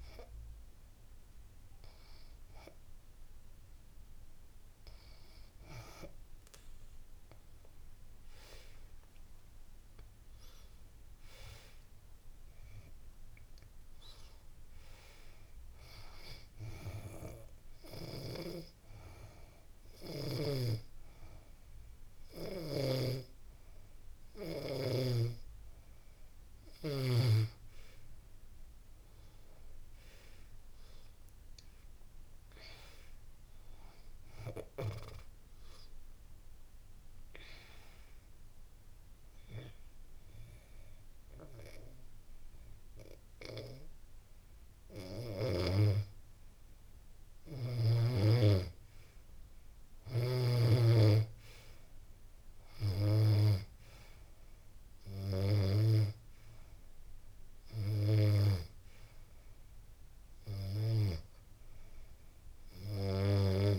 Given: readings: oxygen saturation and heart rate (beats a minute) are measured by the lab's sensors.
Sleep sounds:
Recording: breathing in sleep by a room microphone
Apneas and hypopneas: 1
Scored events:
9.50-12.50 s: arousal
16.00-26.50 s: hypopnea (oxygen 95% before, 91% lowest, heart rate 88 before, 85 extreme, up 6 after)
28.50-41.50 s: oxygen desaturation (device-marked, oxygen 95% before, 92% lowest, heart rate 90 before, 85 extreme)
29.00-33.50 s: arousal
50.50-59.50 s: oxygen desaturation (device-marked, oxygen 96% before, 91% lowest, heart rate 90 before, 84 extreme)
From the record:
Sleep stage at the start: N2 (light sleep)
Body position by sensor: on the back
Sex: female

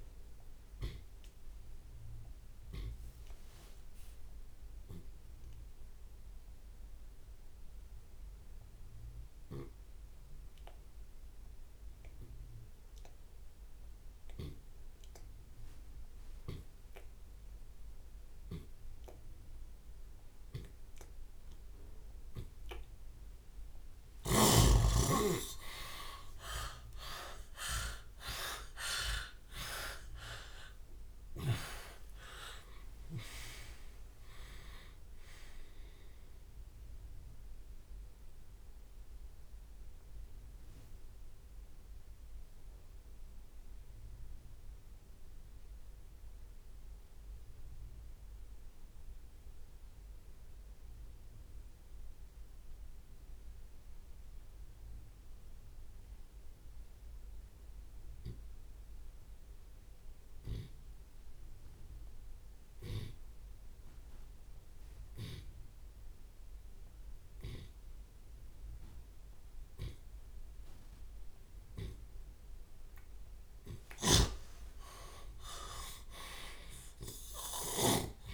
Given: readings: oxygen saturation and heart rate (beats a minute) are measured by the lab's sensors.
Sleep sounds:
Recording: breathing in sleep by a room microphone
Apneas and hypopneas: 2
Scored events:
0.00-3.00 s: drop in pulse transit time (device-marked, heart rate 83 extreme)
0.50-2.50 s: long interval between heartbeats (device-marked, heart rate 111 before, 83 extreme)
1.00-5.00 s: tachycardia (device-marked, heart rate 76 before, 106 extreme)
1.00-23.00 s: obstructive apnea (oxygen 99% before, 82% lowest, heart rate 109 before, 33 extreme, up 37 after)
4.50-6.50 s: long interval between heartbeats (device-marked, heart rate 108 before, 106 extreme)
11.00-25.00 s: oxygen desaturation (device-marked, oxygen 98% before, 93% lowest, heart rate 96 before, 34 extreme)
11.50-13.50 s: long interval between heartbeats (device-marked, heart rate 96 before, 33 extreme)
14.00-16.00 s: long interval between heartbeats (device-marked, heart rate 84 before, 63 extreme)
15.00-20.00 s: tachycardia (device-marked, heart rate 75 before, 112 extreme)
16.50-18.50 s: long interval between heartbeats (device-marked, heart rate 80 before, 95 extreme)
19.00-21.00 s: long interval between heartbeats (device-marked, heart rate 79 before, 110 extreme)
21.00-23.00 s: long interval between heartbeats (device-marked, heart rate 82 before, 109 extreme)
23.50-25.50 s: long interval between heartbeats (device-marked, heart rate 84 before, 95 extreme)
24.50-30.50 s: arousal
26.50-28.50 s: long interval between heartbeats (device-marked, heart rate 82 before, 88 extreme)
27.00-53.00 s: oxygen desaturation (device-marked, oxygen 95% before, 82% lowest, heart rate 81 before, 34 extreme)
28.50-30.50 s: long interval between heartbeats (device-marked, heart rate 80 before, 98 extreme)
30.00-45.00 s: drop in pulse transit time (device-marked, heart rate 83 before, 34 extreme)
32.50-34.50 s: long interval between heartbeats (device-marked, heart rate 90 before, 78 extreme)
36.50-72.00 s: obstructive apnea (oxygen 98% before, 82% lowest, heart rate 95 before, 45 extreme, up 41 after)
50.00-52.00 s: long interval between heartbeats (device-marked, heart rate 59 before, 67 extreme)
58.00-69.00 s: oxygen desaturation (device-marked, oxygen 94% before, 85% lowest, heart rate 55 before, 56 extreme)
65.50-67.50 s: long interval between heartbeats (device-marked, heart rate 59 before, 63 extreme)
70.00-72.00 s: long interval between heartbeats (device-marked, heart rate 62 before, 77 extreme)
72.50-74.50 s: long interval between heartbeats (device-marked, heart rate 62 before, 76 extreme)
74.00-78.00 s: snoring (device-marked)
74.00-78.34 s: arousal
74.50-76.50 s: long interval between heartbeats (device-marked, heart rate 63 before, 94 extreme)
76.00-78.34 s: drop in pulse transit time (device-marked, heart rate 66 before, 65 extreme)
From the record:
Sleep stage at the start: N2 (light sleep)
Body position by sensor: on the left side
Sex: male

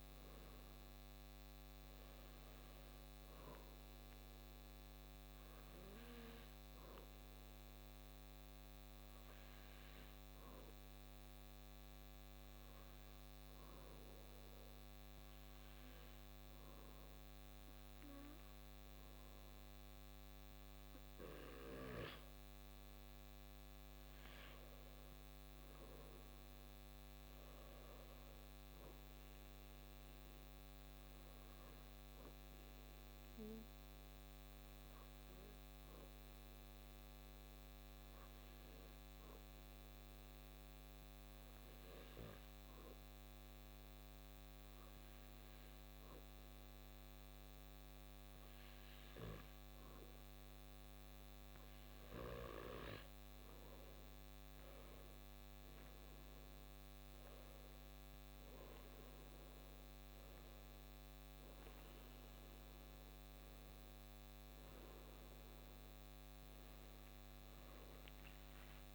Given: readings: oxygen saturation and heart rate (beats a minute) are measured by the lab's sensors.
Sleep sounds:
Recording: breathing in sleep, hard to hear, by a microphone on the trachea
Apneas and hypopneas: 2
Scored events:
7.00-20.50 s: obstructive apnea (oxygen 97% before, 94% lowest)
22.50-27.50 s: arousal
34.50-53.00 s: hypopnea (oxygen 97% before, 93% lowest)
From the record:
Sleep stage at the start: N2 (light sleep)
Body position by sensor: on the back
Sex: male

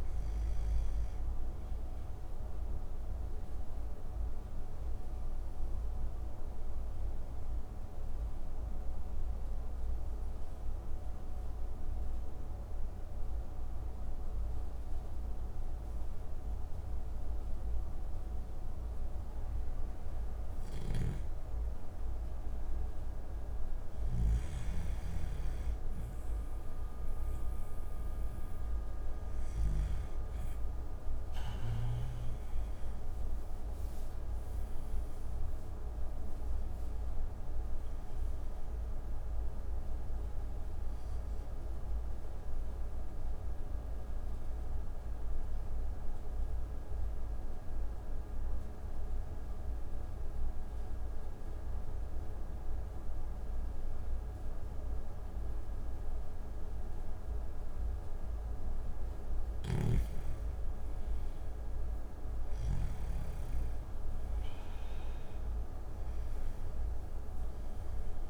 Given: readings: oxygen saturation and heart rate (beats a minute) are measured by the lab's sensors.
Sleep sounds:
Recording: breathing in sleep, hard to hear, by a room microphone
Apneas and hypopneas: 2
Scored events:
5.00-20.00 s: mixed apnea (oxygen 97% before, 91% lowest)
8.00-16.00 s: oxygen desaturation (device-marked, oxygen 96% before, 92% lowest)
21.50-25.00 s: arousal
33.00-59.00 s: oxygen desaturation (device-marked, oxygen 98% before, 91% lowest)
41.00-58.00 s: mixed apnea (oxygen 98% before, 91% lowest)
60.00-62.50 s: arousal
From the record:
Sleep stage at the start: N2 (light sleep)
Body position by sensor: on the back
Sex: male

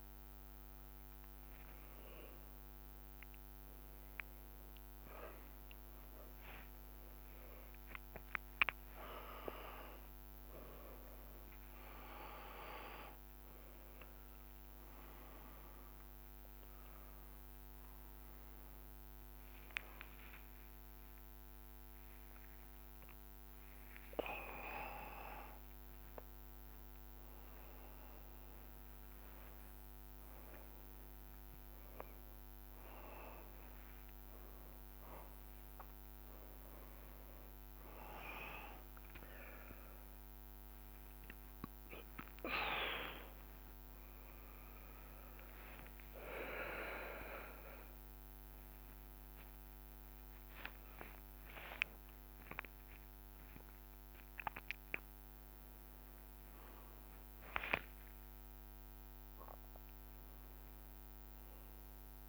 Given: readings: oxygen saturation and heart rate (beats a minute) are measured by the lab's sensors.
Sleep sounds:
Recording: a person awake in a sleep study, by a microphone on the trachea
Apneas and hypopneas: none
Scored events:
0.00-2.00 s: drop in pulse transit time (device-marked, heart rate 73 extreme)
4.00-9.00 s: drop in pulse transit time (device-marked, heart rate 74 before, 74 extreme)
10.00-12.00 s: long interval between heartbeats (device-marked, heart rate 74 before, 86 extreme)
14.00 s: drop in pulse transit time (device-marked)
15.50-17.50 s: long interval between heartbeats (device-marked, heart rate 78 before, 84 extreme)
17.00-19.00 s: tachycardia (device-marked, heart rate 68 before, 87 extreme)
19.50-21.50 s: long interval between heartbeats (device-marked, heart rate 80 before, 92 extreme)
21.00-32.00 s: tachycardia (device-marked, heart rate 68 before, 129 extreme)
24.50-26.50 s: long interval between heartbeats (device-marked, heart rate 86 before, 107 extreme)
25.00-58.00 s: drop in pulse transit time (device-marked)
29.00-31.00 s: long interval between heartbeats (device-marked, heart rate 97 before, 127 extreme)
32.00-51.00 s: bradycardia (device-marked)
36.00-38.00 s: long interval between heartbeats (device-marked)
38.50-40.50 s: long interval between heartbeats (device-marked, heart rate 98 before, 26 extreme)
49.00-51.00 s: long interval between heartbeats (device-marked, heart rate 55 before, 25 extreme)
57.00-59.00 s: long interval between heartbeats (device-marked, heart rate 35 before, 84 extreme)
From the record:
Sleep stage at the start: awake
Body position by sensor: upright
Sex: male

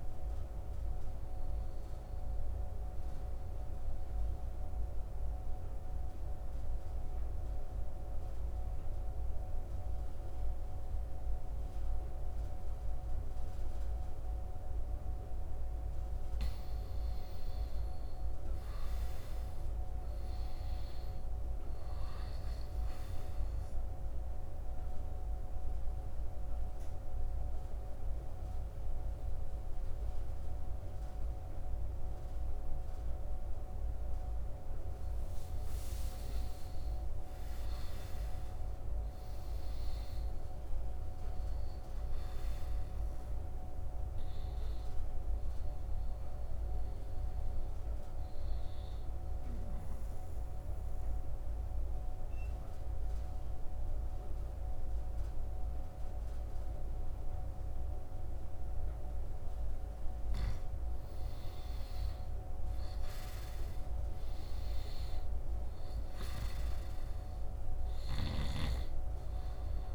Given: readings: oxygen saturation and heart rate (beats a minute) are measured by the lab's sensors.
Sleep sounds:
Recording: breathing in sleep, hard to hear, by a room microphone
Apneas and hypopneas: 3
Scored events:
0.00-2.50 s: oxygen desaturation (device-marked, oxygen 89% lowest, heart rate 69 extreme)
3.50-16.00 s: mixed apnea (oxygen 96% before, 86% lowest, heart rate 75 before, 68 extreme, up 9 after)
10.50-15.50 s: oxygen desaturation (device-marked, oxygen 91% before, 88% lowest, heart rate 73 before, 68 extreme)
18.00-21.00 s: arousal
21.50-37.50 s: oxygen desaturation (device-marked, oxygen 99% before, 86% lowest, heart rate 74 before, 68 extreme)
23.50-34.50 s: obstructive apnea (oxygen 99% before, 86% lowest, heart rate 75 before, 68 extreme, up 17 after)
37.00-40.50 s: arousal
42.50-56.50 s: oxygen desaturation (device-marked, oxygen 97% before, 90% lowest, heart rate 74 before, 75 extreme)
47.50-59.00 s: obstructive apnea (oxygen 99% before, 86% lowest, heart rate 76 before, 75 extreme, up 5 after)
60.50-64.50 s: arousal
67.50-69.95 s: oxygen desaturation (device-marked, oxygen 97% before, 86% lowest, heart rate 78 before, 74 extreme)
From the record:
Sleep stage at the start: N2 (light sleep)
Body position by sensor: on the right side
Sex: male

